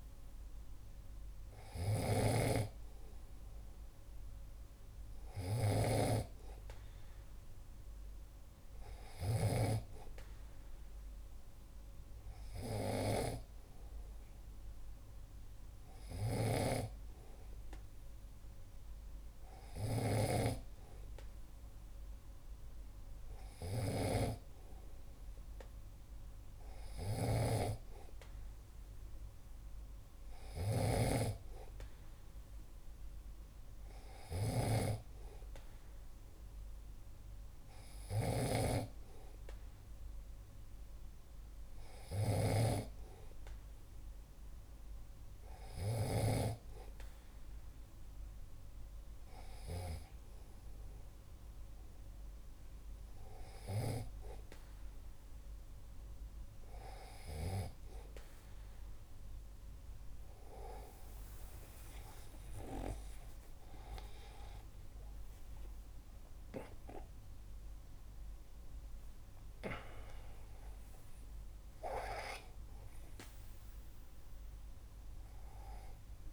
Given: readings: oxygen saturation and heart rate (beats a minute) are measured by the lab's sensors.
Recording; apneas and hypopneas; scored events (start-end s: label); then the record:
breathing in sleep by a room microphone; none
0.00-9.50 s: snoring (device-marked)
16.00-20.50 s: snoring (device-marked)
27.00-46.50 s: snoring (device-marked)
63.00-68.00 s: arousal
From the record:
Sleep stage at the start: N2 (light sleep); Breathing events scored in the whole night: 132 in 5.1 hours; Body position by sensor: on the back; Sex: male